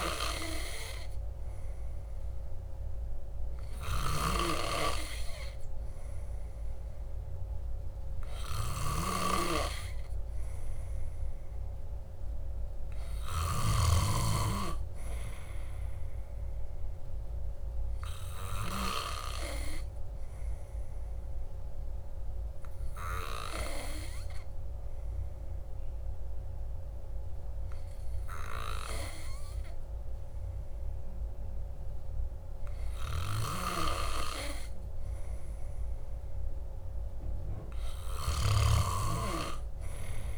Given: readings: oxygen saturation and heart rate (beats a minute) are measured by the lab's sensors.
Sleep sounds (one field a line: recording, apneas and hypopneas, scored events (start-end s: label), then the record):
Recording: breathing in sleep by a room microphone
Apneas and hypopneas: 1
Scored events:
14.00-17.50 s: arousal
21.00-31.00 s: hypopnea (oxygen 97% before, 96% lowest, heart rate 55 before, 54 extreme, up 1 after)
35.50-39.00 s: arousal
From the record:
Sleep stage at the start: N2 (light sleep)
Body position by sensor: on the back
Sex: male